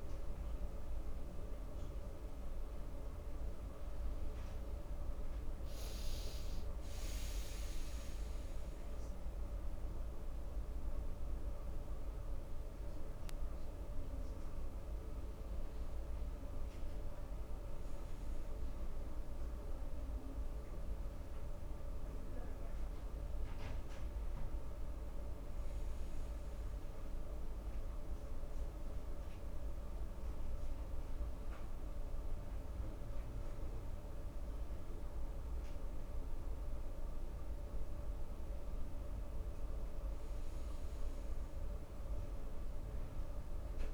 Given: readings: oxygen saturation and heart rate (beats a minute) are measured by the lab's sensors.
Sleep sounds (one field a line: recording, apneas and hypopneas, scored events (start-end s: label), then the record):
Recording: breathing in sleep, hard to hear, by a room microphone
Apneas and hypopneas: none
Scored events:
none scored
From the record:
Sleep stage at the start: N2 (light sleep)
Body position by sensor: on the front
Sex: male